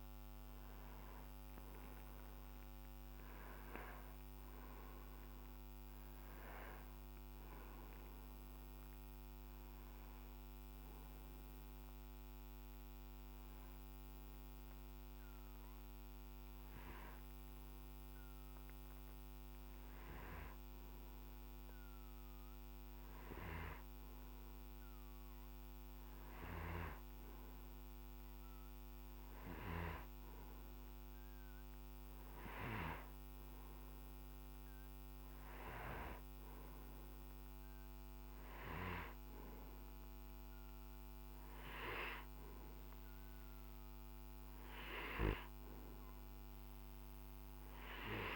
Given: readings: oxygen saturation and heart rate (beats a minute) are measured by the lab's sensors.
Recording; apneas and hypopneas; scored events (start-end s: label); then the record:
breathing in sleep by a microphone on the trachea; none
0.00-8.00 s: oxygen desaturation (device-marked, oxygen 91% lowest, heart rate 59 extreme)
32.00-44.00 s: oxygen desaturation (device-marked, oxygen 96% before, 92% lowest, heart rate 65 before, 57 extreme)
From the record:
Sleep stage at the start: N2 (light sleep); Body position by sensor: on the right side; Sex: male